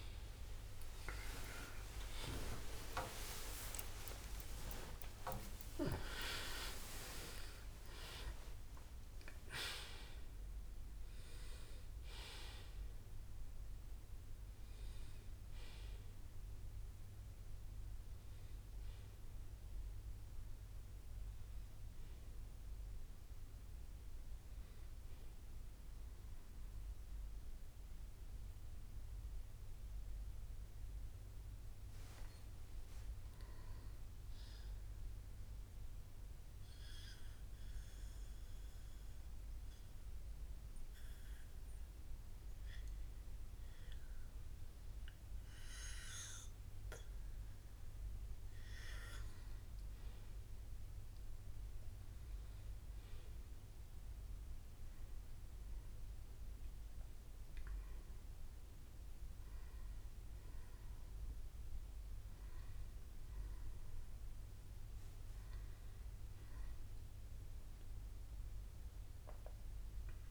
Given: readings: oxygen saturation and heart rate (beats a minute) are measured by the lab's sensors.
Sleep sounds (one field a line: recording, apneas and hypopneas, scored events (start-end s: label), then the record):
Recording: breathing in sleep by a room microphone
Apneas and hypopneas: 1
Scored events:
0.00-4.00 s: arousal
2.50-4.50 s: long interval between heartbeats (device-marked, heart rate 66 before, 79 extreme)
2.50-5.50 s: tachycardia (device-marked, heart rate 65 before, 97 extreme)
4.50-6.50 s: long interval between heartbeats (device-marked, heart rate 68 before, 97 extreme)
5.50-18.50 s: drop in pulse transit time (device-marked, heart rate 69 before, 67 extreme)
24.50-31.50 s: bradycardia (device-marked, heart rate 66 before, 55 extreme)
34.50-48.00 s: obstructive apnea (oxygen 99% before, 95% lowest, heart rate 63 before, 57 extreme, up 10 after)
35.50-48.50 s: bradycardia (device-marked, heart rate 66 before, 57 extreme)
50.50-54.00 s: arousal
50.50-63.50 s: drop in pulse transit time (device-marked, heart rate 59 before, 59 extreme)
From the record:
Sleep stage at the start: N2 (light sleep)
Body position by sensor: on the back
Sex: male